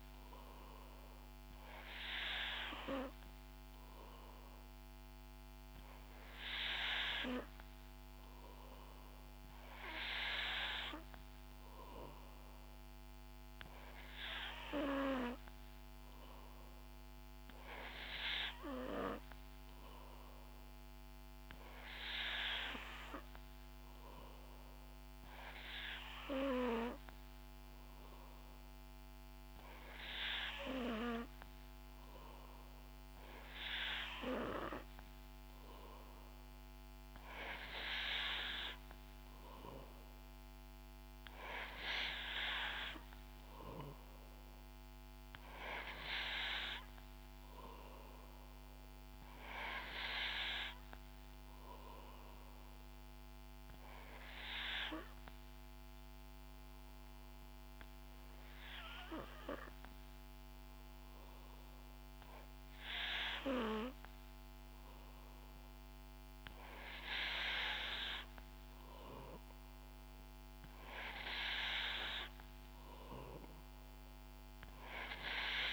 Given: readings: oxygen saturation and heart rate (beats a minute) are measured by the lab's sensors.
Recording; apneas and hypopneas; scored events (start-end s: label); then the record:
breathing in sleep by a microphone on the trachea; 1
53.50-66.00 s: obstructive apnea (oxygen 90% before, 89% lowest, heart rate 67 before, 64 extreme, up 4 after)
69.00-72.50 s: arousal
From the record:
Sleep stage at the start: N3 (deep sleep); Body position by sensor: on the back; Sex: female